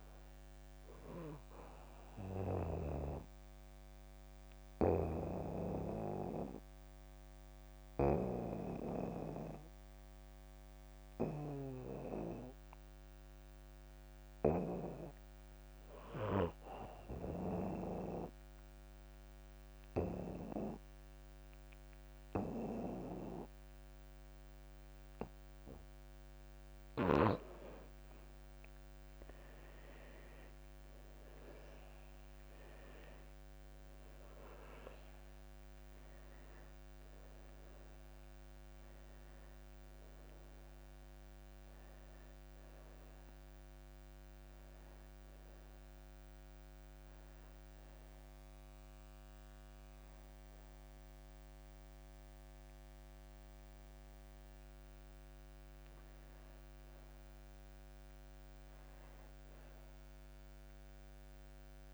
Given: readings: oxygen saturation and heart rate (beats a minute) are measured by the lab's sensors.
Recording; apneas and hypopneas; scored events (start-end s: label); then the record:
breathing in sleep by a microphone on the trachea; 2
3.00-26.50 s: hypopnea (oxygen 97% before, 85% lowest)
6.50-18.50 s: oxygen desaturation (device-marked, oxygen 97% before, 91% lowest)
28.50-61.94 s: oxygen desaturation (device-marked, oxygen 96% before, 85% lowest)
29.00-33.50 s: arousal
44.50-55.50 s: hypopnea (oxygen 96% before, 85% lowest)
58.00-61.00 s: arousal
From the record:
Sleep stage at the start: N2 (light sleep); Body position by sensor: on the back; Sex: male